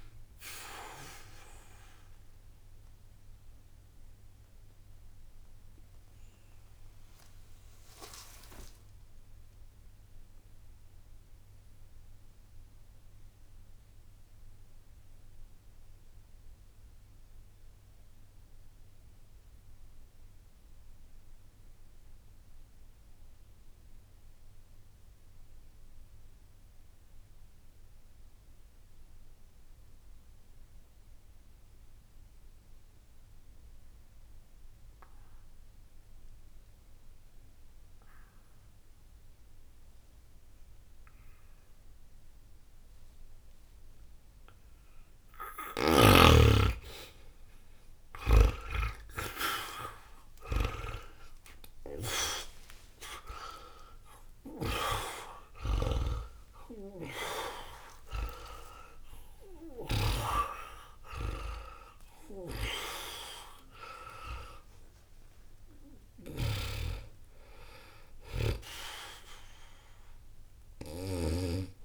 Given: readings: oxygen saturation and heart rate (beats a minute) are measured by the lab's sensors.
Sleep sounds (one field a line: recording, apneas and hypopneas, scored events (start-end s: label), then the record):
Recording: breathing in sleep by a room microphone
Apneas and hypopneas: 1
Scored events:
0.00-20.00 s: oxygen desaturation (device-marked, oxygen 88% before, 78% lowest, heart rate 144 before, 60 extreme)
2.50-44.50 s: mixed apnea (oxygen 92% before, 78% lowest, heart rate 130 before, 60 extreme, up 10 after)
37.00-71.85 s: oxygen desaturation (device-marked, oxygen 99% before, 78% lowest, heart rate 60 before, 59 extreme)
50.00-54.00 s: arousal
54.00-60.00 s: snoring (device-marked)
66.00-71.50 s: snoring (device-marked)
From the record:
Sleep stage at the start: N2 (light sleep)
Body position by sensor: on the back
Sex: male